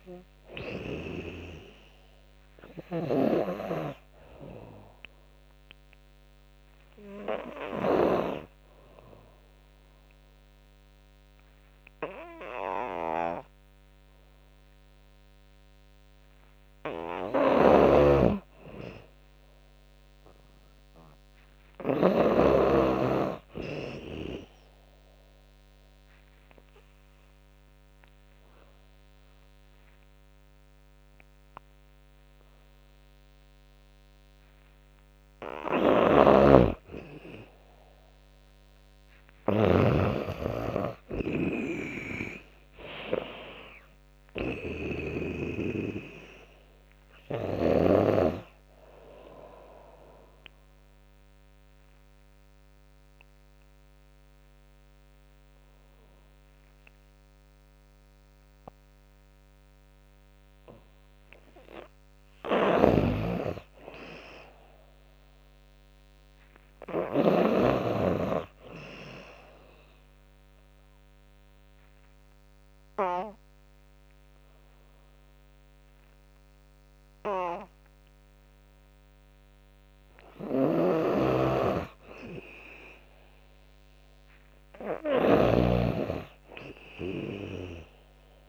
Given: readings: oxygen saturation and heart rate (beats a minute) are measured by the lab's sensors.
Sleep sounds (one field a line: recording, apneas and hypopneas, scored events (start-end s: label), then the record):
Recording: breathing in sleep by a microphone on the trachea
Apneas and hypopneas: 3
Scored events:
0.00-10.00 s: drop in pulse transit time (device-marked, heart rate 75 extreme)
1.50-3.50 s: long interval between heartbeats (device-marked, heart rate 94 before, 100 extreme)
2.50-8.00 s: snoring (device-marked)
4.00-18.00 s: oxygen desaturation (device-marked, oxygen 97% before, 91% lowest, heart rate 96 before, 74 extreme)
9.00-11.00 s: long interval between heartbeats (device-marked, heart rate 95 before, 74 extreme)
11.50-13.50 s: long interval between heartbeats (device-marked, heart rate 93 before, 86 extreme)
17.00-22.00 s: snoring (device-marked)
18.00-31.00 s: tachycardia (device-marked, heart rate 108 before, 120 extreme)
18.50-20.50 s: long interval between heartbeats (device-marked, heart rate 91 before, 97 extreme)
19.00-22.00 s: arousal
21.50-23.50 s: long interval between heartbeats (device-marked, heart rate 90 before, 105 extreme)
23.50-25.50 s: long interval between heartbeats (device-marked, heart rate 90 before, 113 extreme)
25.00-35.00 s: obstructive apnea (oxygen 98% before, 91% lowest, heart rate 92 before, 81 extreme, up 21 after)
26.00-28.00 s: long interval between heartbeats (device-marked, heart rate 93 before, 116 extreme)
26.00-32.00 s: oxygen desaturation (device-marked, oxygen 98% before, 93% lowest, heart rate 93 before, 81 extreme)
29.50-31.50 s: long interval between heartbeats (device-marked, heart rate 98 before, 116 extreme)
30.00 s: drop in pulse transit time (device-marked)
35.50-39.50 s: snoring (device-marked)
36.50-38.50 s: long interval between heartbeats (device-marked, heart rate 107 before, 93 extreme)
37.00-48.00 s: tachycardia (device-marked, heart rate 108 before, 129 extreme)
37.00-52.00 s: drop in pulse transit time (device-marked, heart rate 107 before, 93 extreme)
38.00-41.50 s: arousal
41.50-43.50 s: long interval between heartbeats (device-marked, heart rate 108 before, 112 extreme)
45.50-47.50 s: long interval between heartbeats (device-marked, heart rate 109 before, 128 extreme)
46.00-60.00 s: oxygen desaturation (device-marked, oxygen 96% before, 91% lowest, heart rate 110 before, 81 extreme)
50.50-52.50 s: long interval between heartbeats (device-marked, heart rate 110 before, 95 extreme)
50.50-61.50 s: obstructive apnea (oxygen 97% before, 91% lowest, heart rate 110 before, 82 extreme, up 17 after)
53.00-57.00 s: tachycardia (device-marked, heart rate 109 before, 107 extreme)
61.00-63.00 s: long interval between heartbeats (device-marked, heart rate 107 before, 89 extreme)
62.00-67.00 s: snoring (device-marked)
64.00-67.00 s: arousal
64.00-72.00 s: drop in pulse transit time (device-marked, heart rate 103 before, 86 extreme)
66.00-68.00 s: long interval between heartbeats (device-marked, heart rate 100 before, 91 extreme)
69.50-80.50 s: obstructive apnea (oxygen 98% before, 91% lowest, heart rate 96 before, 76 extreme, up 20 after)
72.00-83.00 s: oxygen desaturation (device-marked, oxygen 98% before, 93% lowest, heart rate 93 before, 76 extreme)
73.00-75.00 s: long interval between heartbeats (device-marked, heart rate 93 before, 83 extreme)
76.00-78.00 s: long interval between heartbeats (device-marked, heart rate 93 before, 86 extreme)
80.00-82.00 s: long interval between heartbeats (device-marked, heart rate 89 before, 87 extreme)
80.00-88.49 s: snoring (device-marked)
83.00-86.50 s: arousal
84.00-88.49 s: drop in pulse transit time (device-marked, heart rate 88 before, 90 extreme)
85.00-87.00 s: tachycardia (device-marked, heart rate 108 before, 98 extreme)
From the record:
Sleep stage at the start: N2 (light sleep)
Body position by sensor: on the back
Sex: female